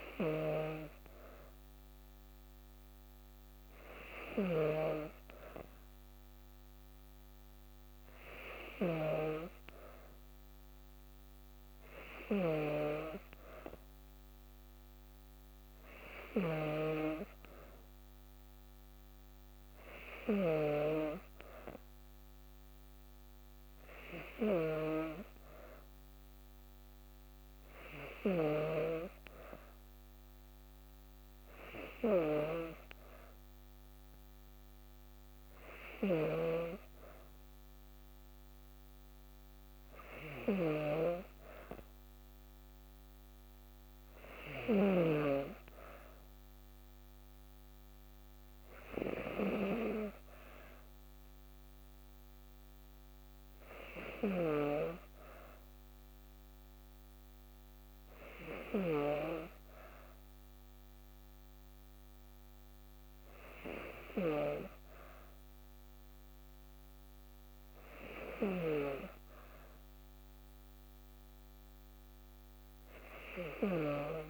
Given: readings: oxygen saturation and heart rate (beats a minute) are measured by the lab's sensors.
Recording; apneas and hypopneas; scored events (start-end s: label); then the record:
breathing in sleep by a microphone on the trachea; none
4.00-9.00 s: snoring (device-marked)
From the record:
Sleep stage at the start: N2 (light sleep); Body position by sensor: on the back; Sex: female